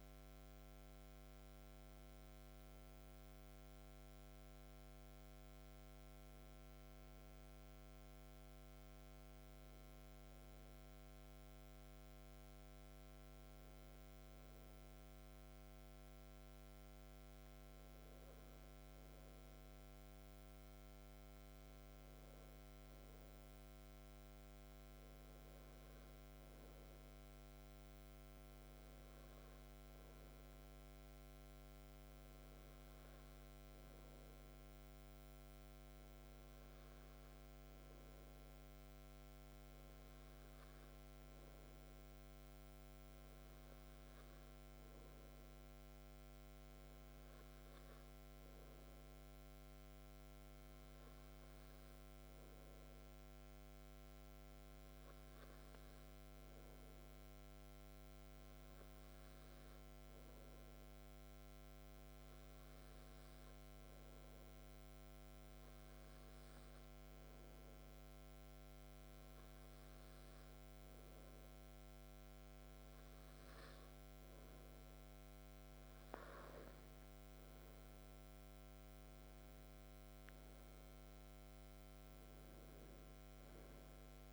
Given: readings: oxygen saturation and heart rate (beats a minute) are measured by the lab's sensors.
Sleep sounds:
breathing in sleep, hard to hear, by a microphone on the trachea; 1
9.00-76.50 s: hypopnea (oxygen 97% before, 93% lowest, heart rate 53 before, 52 extreme, up 7 after)
77.50-82.50 s: arousal
From the record:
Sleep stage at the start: N2 (light sleep); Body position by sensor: on the back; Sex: male

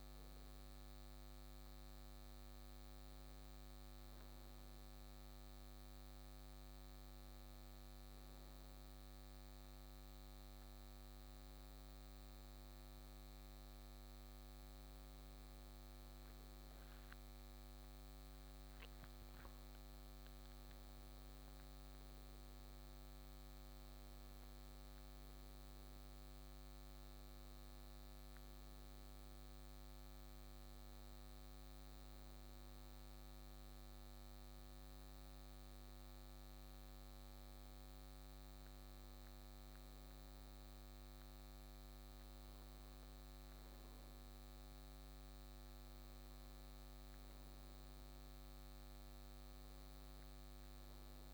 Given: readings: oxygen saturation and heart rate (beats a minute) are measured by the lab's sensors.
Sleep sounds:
breathing in sleep, hard to hear, by a microphone on the trachea; none
none scored
From the record:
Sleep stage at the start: N1 (lightest sleep); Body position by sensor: on the right side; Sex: male

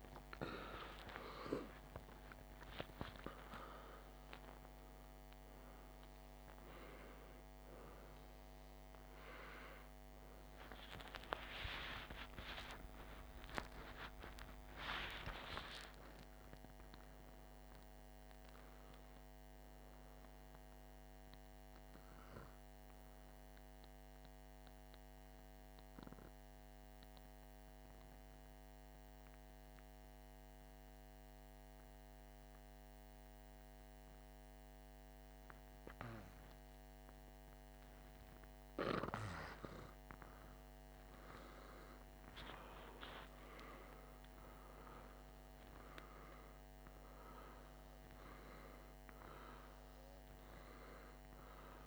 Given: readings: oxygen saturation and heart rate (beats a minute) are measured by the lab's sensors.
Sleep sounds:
breathing in sleep by a microphone on the trachea; 1
0.00-2.00 s: arousal
5.00-16.00 s: oxygen desaturation (device-marked, oxygen 97% before, 93% lowest, heart rate 55 before, 52 extreme)
9.00-51.87 s: new sleep stage, N2 (light sleep)
11.50-14.50 s: arousal
26.50-40.00 s: obstructive apnea (oxygen 97% before, 94% lowest, heart rate 83 before, 52 extreme, up 1 after)
42.50-47.00 s: arousal
From the record:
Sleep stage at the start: REM sleep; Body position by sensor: on the back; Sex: male

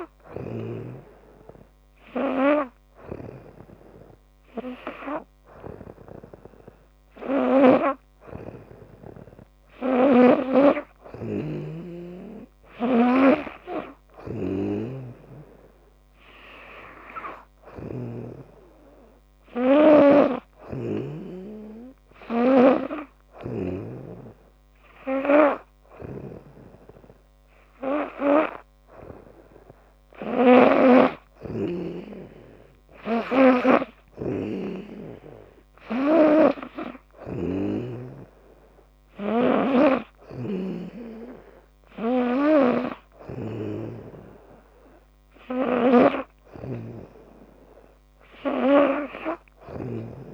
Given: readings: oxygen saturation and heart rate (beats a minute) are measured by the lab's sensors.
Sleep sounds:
breathing in sleep by a microphone on the trachea; none
7.00-18.00 s: snoring (device-marked)
20.00-23.50 s: snoring (device-marked)
30.00-50.00 s: snoring (device-marked)
From the record:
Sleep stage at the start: N2 (light sleep); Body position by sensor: on the back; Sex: female

